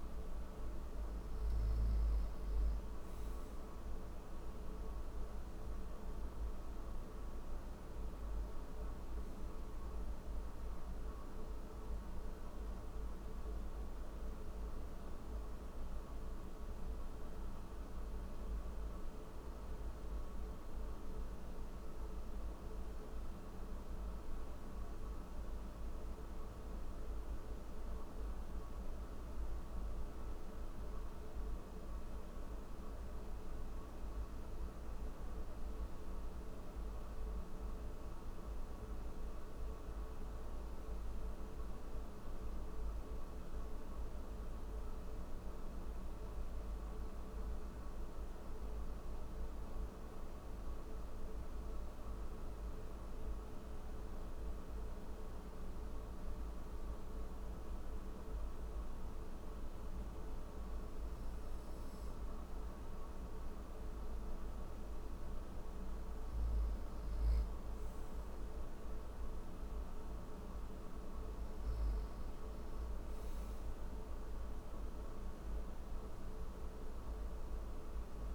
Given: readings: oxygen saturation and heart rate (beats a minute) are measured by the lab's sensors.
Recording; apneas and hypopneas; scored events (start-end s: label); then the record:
breathing in sleep, hard to hear, by a room microphone; none
none scored
From the record:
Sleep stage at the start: N3 (deep sleep); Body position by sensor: on the right side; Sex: male